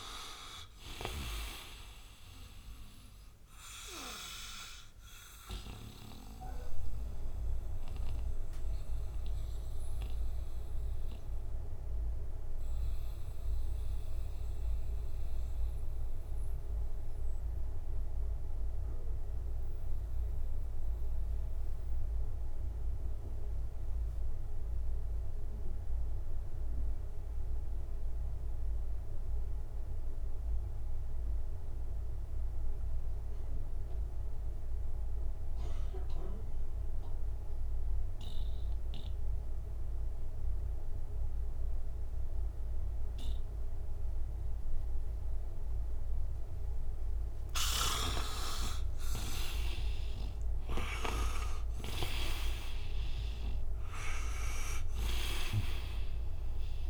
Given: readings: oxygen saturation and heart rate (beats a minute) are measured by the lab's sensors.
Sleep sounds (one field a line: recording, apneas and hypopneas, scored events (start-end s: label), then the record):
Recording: breathing in sleep by a room microphone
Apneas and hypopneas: 1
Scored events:
0.00-1.00 s: snoring (device-marked)
0.00-27.00 s: oxygen desaturation (device-marked, oxygen 81% lowest, heart rate 58 extreme)
7.00-46.00 s: mixed apnea (oxygen 98% before, 78% lowest, heart rate 68 before, 58 extreme, up 28 after)
40.00-56.90 s: oxygen desaturation (device-marked, oxygen 98% before, 78% lowest, heart rate 61 before, 59 extreme)
48.00-52.00 s: arousal
From the record:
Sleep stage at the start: N2 (light sleep)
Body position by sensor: on the right side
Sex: male